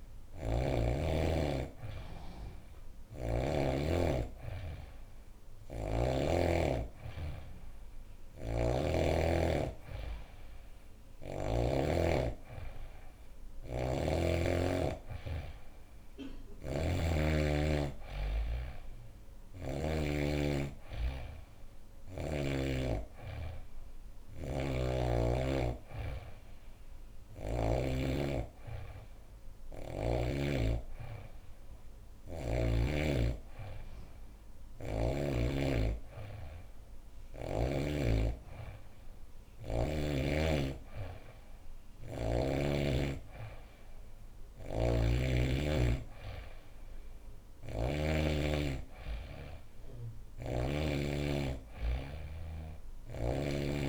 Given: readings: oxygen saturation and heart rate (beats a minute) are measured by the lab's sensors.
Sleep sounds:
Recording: breathing in sleep by a room microphone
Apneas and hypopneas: none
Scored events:
5.00-11.50 s: snoring (device-marked)
16.00-19.50 s: snoring (device-marked)
24.00-27.50 s: snoring (device-marked)
47.00-50.50 s: snoring (device-marked)
From the record:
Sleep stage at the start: N2 (light sleep)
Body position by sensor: on the back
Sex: female

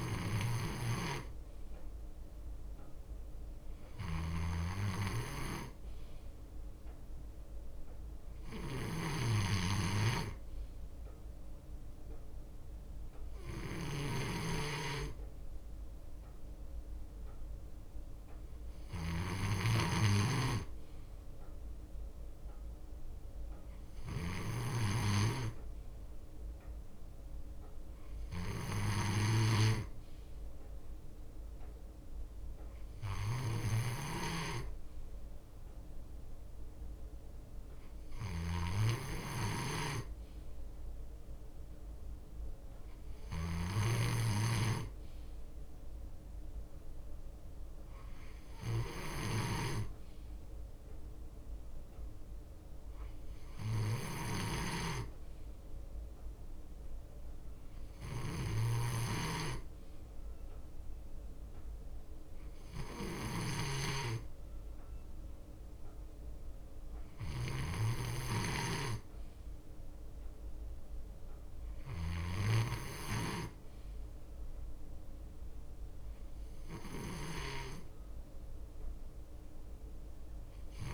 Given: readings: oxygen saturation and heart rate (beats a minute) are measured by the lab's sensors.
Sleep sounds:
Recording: breathing in sleep by a room microphone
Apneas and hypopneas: none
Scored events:
0.00-8.00 s: leg movement (device-marked)
0.00-20.00 s: snoring (device-marked)
0.00-36.50 s: bradycardia (device-marked, heart rate 58 extreme)
11.00-20.50 s: leg movement (device-marked)
21.50-27.50 s: leg movement (device-marked)
28.50-35.00 s: leg movement (device-marked)
36.50-42.50 s: leg movement (device-marked)
41.50-75.50 s: bradycardia (device-marked, heart rate 59 before, 58 extreme)
44.00-52.00 s: leg movement (device-marked)
54.00-68.50 s: snoring (device-marked)
54.50-64.00 s: leg movement (device-marked)
56.50-76.50 s: drop in pulse transit time (device-marked, heart rate 59 before, 58 extreme)
75.50-80.50 s: leg movement (device-marked)
76.50-78.50 s: bradycardia (device-marked, heart rate 59 before, 59 extreme)
From the record:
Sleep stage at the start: N2 (light sleep)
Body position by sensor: on the left side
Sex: male

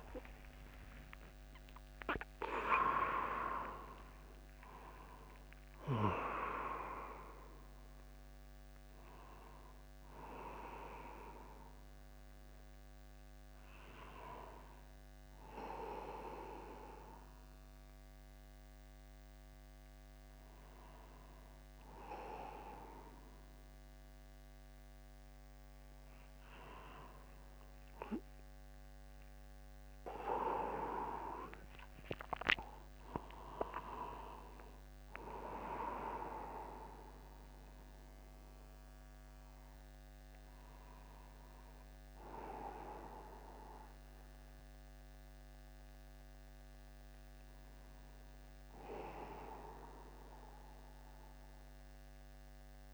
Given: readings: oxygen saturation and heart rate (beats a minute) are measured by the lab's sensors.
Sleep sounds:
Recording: a person awake in a sleep study, by a microphone on the trachea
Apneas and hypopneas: none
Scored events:
2.50-4.50 s: long interval between heartbeats (device-marked, heart rate 60 before, 148 extreme)
4.00-15.00 s: oxygen desaturation (device-marked, oxygen 97% before, 94% lowest, heart rate 70 before, 52 extreme)
27.00-29.00 s: long interval between heartbeats (device-marked, heart rate 58 before, 77 extreme)
30.50-32.50 s: long interval between heartbeats (device-marked, heart rate 58 before, 119 extreme)
34.00-36.00 s: long interval between heartbeats (device-marked, heart rate 72 before, 117 extreme)
36.00-38.00 s: long interval between heartbeats (device-marked, heart rate 79 before, 90 extreme)
48.00-52.94 s: new sleep stage, N2 (light sleep)
From the record:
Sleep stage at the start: awake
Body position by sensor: upright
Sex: male

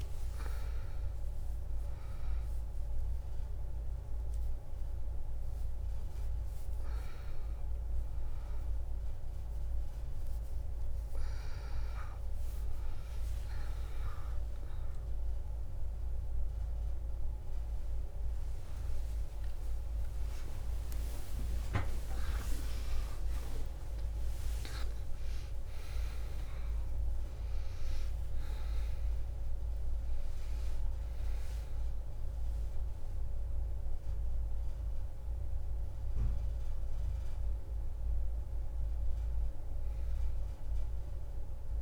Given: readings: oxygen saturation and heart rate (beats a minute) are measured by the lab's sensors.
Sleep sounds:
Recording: a person awake in a sleep study, by a room microphone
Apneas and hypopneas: none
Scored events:
21.00-27.00 s: oxygen desaturation (device-marked, oxygen 97% before, 96% lowest)
From the record:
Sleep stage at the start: awake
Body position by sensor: on the back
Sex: female

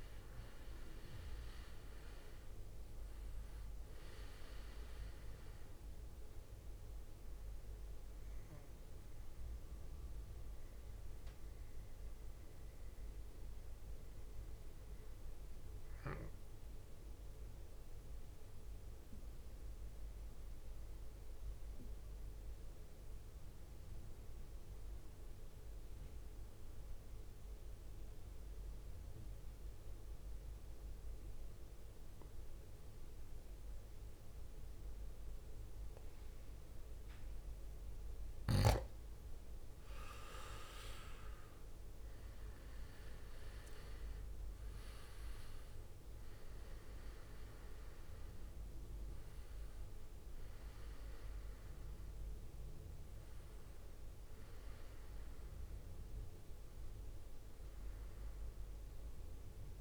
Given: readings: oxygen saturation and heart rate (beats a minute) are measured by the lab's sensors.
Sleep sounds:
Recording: breathing in sleep, hard to hear, by a room microphone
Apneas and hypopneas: 1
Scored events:
0.00-2.50 s: arousal
0.00-12.50 s: drop in pulse transit time (device-marked, heart rate 56 extreme)
1.50-24.50 s: oxygen desaturation (device-marked, oxygen 98% before, 93% lowest, heart rate 60 before, 52 extreme)
8.50-39.00 s: mixed apnea (oxygen 98% before, 91% lowest, heart rate 64 before, 52 extreme, up 13 after)
40.50-59.81 s: oxygen desaturation (device-marked, oxygen 98% before, 91% lowest, heart rate 63 before, 58 extreme)
42.00-47.50 s: arousal
42.50-59.50 s: drop in pulse transit time (device-marked, heart rate 63 before, 64 extreme)
From the record:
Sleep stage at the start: N2 (light sleep)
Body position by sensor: on the back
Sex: male

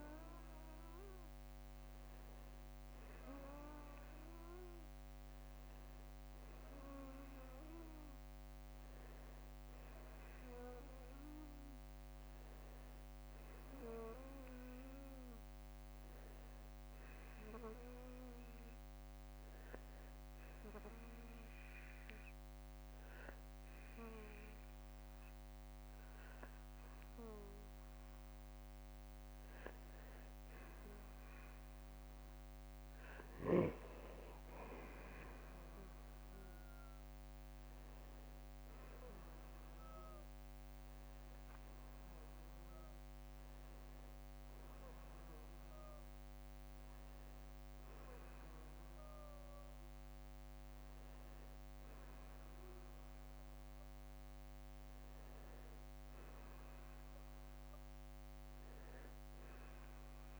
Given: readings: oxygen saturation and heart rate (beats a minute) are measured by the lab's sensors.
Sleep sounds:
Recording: breathing in sleep by a microphone on the trachea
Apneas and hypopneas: none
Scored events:
10.50-60.40 s: new sleep stage, N2 (light sleep)
47.50-49.50 s: long interval between heartbeats (device-marked, heart rate 56 before, 54 extreme)
53.00-55.00 s: long interval between heartbeats (device-marked, heart rate 55 before, 45 extreme)
56.00-58.00 s: long interval between heartbeats (device-marked, heart rate 54 before, 45 extreme)
From the record:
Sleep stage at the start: N1 (lightest sleep)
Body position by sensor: on the back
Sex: male

